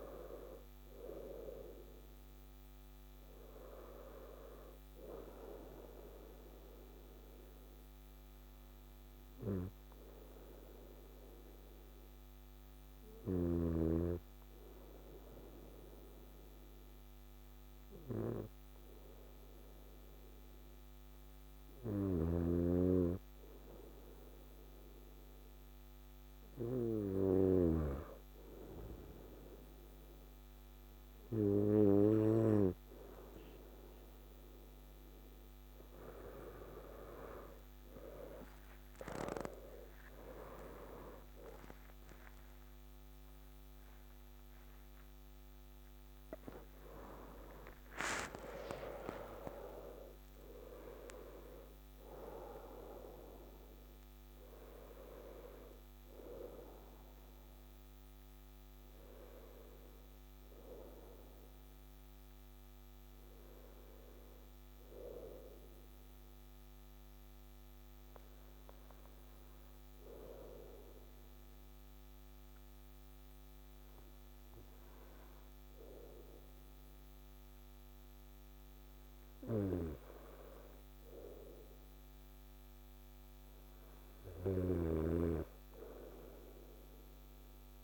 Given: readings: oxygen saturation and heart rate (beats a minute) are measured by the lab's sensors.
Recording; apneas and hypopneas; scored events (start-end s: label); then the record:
breathing in sleep by a microphone on the trachea; 1
0.00-1.00 s: arousal
8.00-34.50 s: obstructive apnea (oxygen 96% before, 93% lowest, heart rate 62 before, 57 extreme, up 21 after)
21.50-27.50 s: snoring (device-marked)
41.50-71.50 s: new sleep stage, N1 (lightest sleep)
42.00-48.00 s: arousal
71.50-87.84 s: new sleep stage, N2 (light sleep)
84.00-87.84 s: snoring (device-marked)
From the record:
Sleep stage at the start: N2 (light sleep); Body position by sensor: on the right side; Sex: male